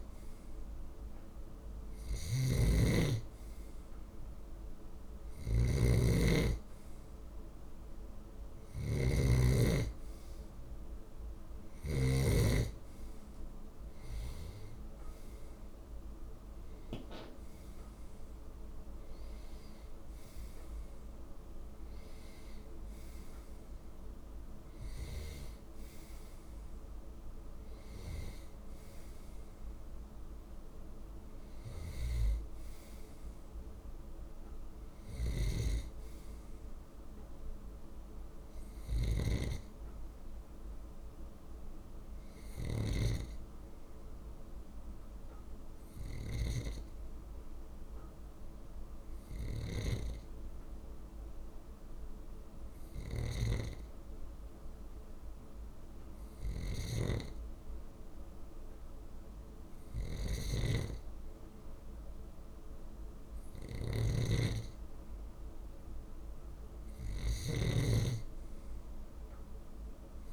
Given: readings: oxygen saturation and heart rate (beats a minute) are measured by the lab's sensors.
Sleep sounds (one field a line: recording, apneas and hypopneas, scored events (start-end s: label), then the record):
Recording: breathing in sleep by a room microphone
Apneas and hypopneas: 1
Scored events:
0.00-1.50 s: arousal
0.00-11.50 s: snoring (device-marked)
34.50-38.50 s: arousal
34.50-70.33 s: snoring (device-marked)
43.50-55.00 s: hypopnea (oxygen 95% before, 94% lowest)
57.50-60.50 s: arousal
From the record:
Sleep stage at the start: N2 (light sleep)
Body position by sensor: on the left side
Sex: male